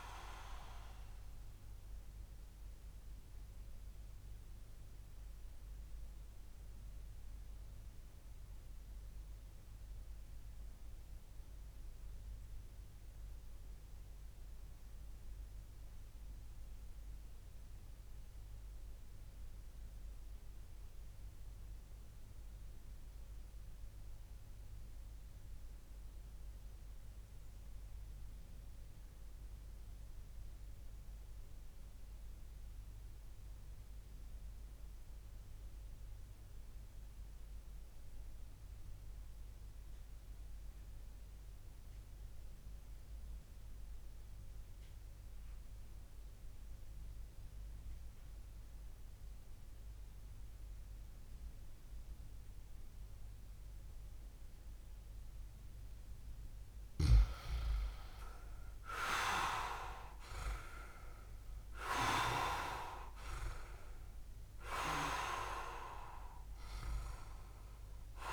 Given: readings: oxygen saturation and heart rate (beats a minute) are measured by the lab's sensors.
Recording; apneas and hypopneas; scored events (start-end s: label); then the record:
breathing in sleep by a room microphone; 1
3.00-55.00 s: obstructive apnea (oxygen 99% before, 94% lowest)
57.00-61.00 s: arousal
From the record:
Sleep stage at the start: REM sleep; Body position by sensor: on the back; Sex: male